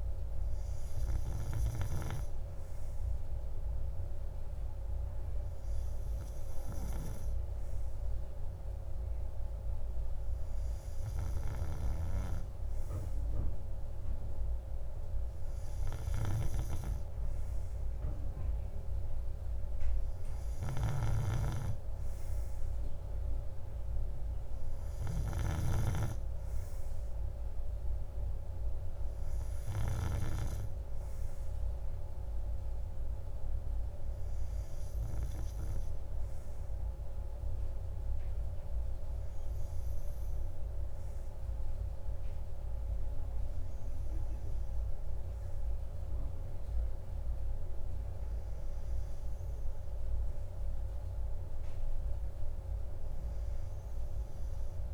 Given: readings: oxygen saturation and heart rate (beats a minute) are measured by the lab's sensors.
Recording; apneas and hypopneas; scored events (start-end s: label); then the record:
breathing in sleep by a room microphone; none
none scored
From the record:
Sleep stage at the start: N2 (light sleep); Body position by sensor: on the right side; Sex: male